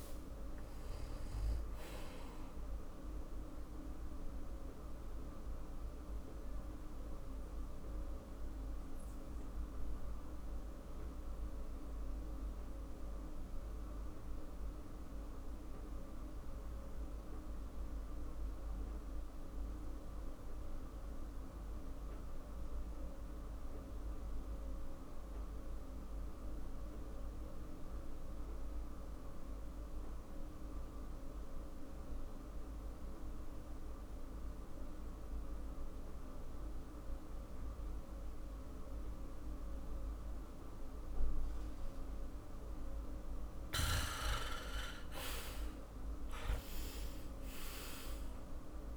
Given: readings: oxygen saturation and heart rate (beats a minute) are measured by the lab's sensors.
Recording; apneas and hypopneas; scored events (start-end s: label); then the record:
breathing in sleep, hard to hear, by a room microphone; 1
5.50-42.50 s: obstructive apnea (oxygen 99% before, 85% lowest, heart rate 61 before, 48 extreme, up 10 after)
10.00-27.00 s: oxygen desaturation (device-marked, oxygen 97% before, 88% lowest, heart rate 60 before, 53 extreme)
43.00-48.97 s: oxygen desaturation (device-marked, oxygen 99% before, 85% lowest, heart rate 55 before, 48 extreme)
45.00-48.97 s: arousal
From the record:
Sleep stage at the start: N2 (light sleep); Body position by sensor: on the back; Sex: male